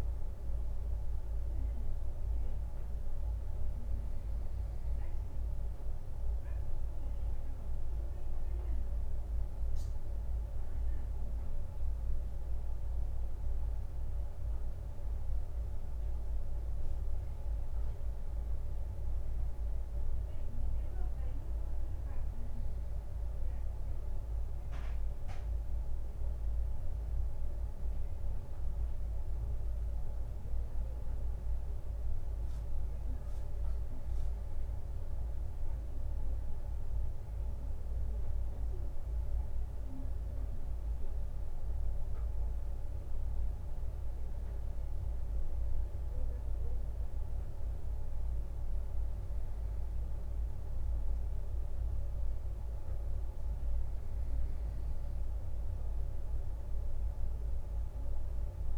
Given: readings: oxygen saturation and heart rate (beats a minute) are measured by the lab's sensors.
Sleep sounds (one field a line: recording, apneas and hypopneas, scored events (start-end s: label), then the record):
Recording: breathing in sleep, hard to hear, by a room microphone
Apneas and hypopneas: none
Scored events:
none scored
From the record:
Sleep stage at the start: N2 (light sleep)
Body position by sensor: on the right side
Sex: male